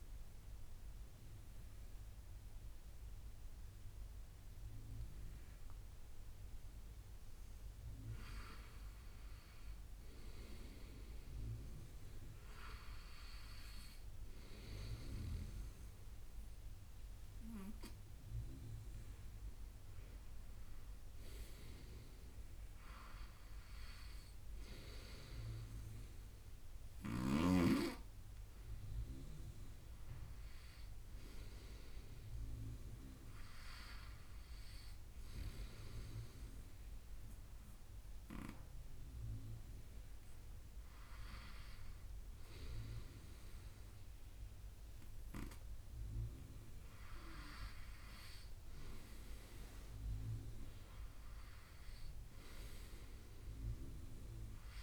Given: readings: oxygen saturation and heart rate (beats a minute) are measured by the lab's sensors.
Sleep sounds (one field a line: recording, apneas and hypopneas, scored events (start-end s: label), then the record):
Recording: breathing in sleep by a room microphone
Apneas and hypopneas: 1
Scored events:
0.00-12.50 s: oxygen desaturation (device-marked, oxygen 67% lowest, heart rate 53 extreme)
16.00-19.00 s: arousal
30.50-44.50 s: hypopnea (oxygen 99% before, 94% lowest, heart rate 74 before, 68 extreme, up 4 after)
47.00-50.50 s: arousal
From the record:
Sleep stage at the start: N2 (light sleep)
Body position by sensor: on the right side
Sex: male